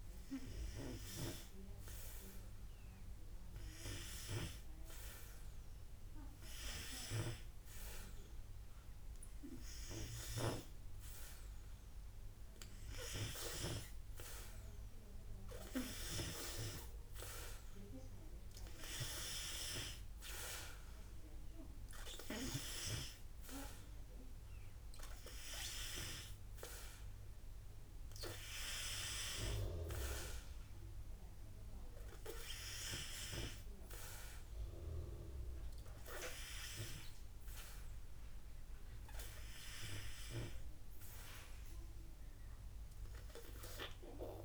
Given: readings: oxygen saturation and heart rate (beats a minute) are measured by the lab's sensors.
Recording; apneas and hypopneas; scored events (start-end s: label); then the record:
breathing in sleep by a room microphone; none
3.50-10.00 s: snoring (device-marked)
From the record:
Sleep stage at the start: N2 (light sleep); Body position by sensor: on the back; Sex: male